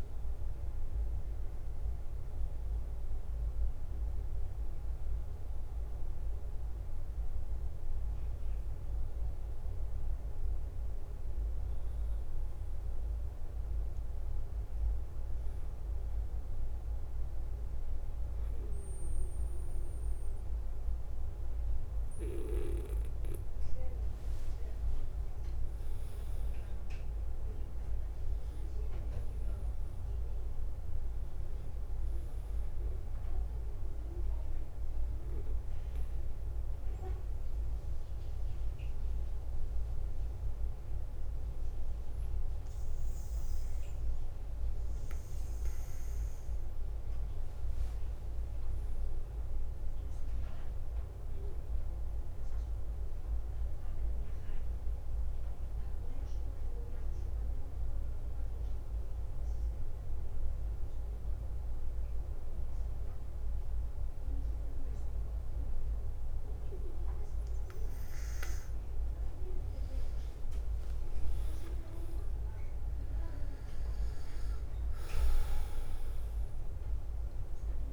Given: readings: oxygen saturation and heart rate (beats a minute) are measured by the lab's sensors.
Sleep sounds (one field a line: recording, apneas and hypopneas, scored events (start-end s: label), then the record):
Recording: breathing in sleep, hard to hear, by a room microphone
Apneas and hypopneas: 3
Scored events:
0.00-2.00 s: bradycardia (device-marked, heart rate 46 extreme)
1.50-15.00 s: hypopnea (oxygen 99% before, 93% lowest, heart rate 54 before, 49 extreme, up 11 after)
5.00-16.00 s: bradycardia (device-marked, heart rate 54 before, 49 extreme)
17.00-77.93 s: bradycardia (device-marked, heart rate 54 before, 44 extreme)
23.00-37.00 s: oxygen desaturation (device-marked, oxygen 97% before, 93% lowest, heart rate 57 before, 44 extreme)
27.00-31.00 s: arousal
35.50-46.50 s: obstructive apnea (oxygen 98% before, 93% lowest, heart rate 55 before, 44 extreme, up 10 after)
51.50-66.50 s: obstructive apnea (oxygen 97% before, 93% lowest, heart rate 51 before, 53 extreme, up 2 after)
69.00-77.93 s: oxygen desaturation (device-marked, oxygen 98% before, 93% lowest, heart rate 54 before, 51 extreme)
69.50-74.50 s: arousal
From the record:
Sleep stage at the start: N2 (light sleep)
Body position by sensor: on the back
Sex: male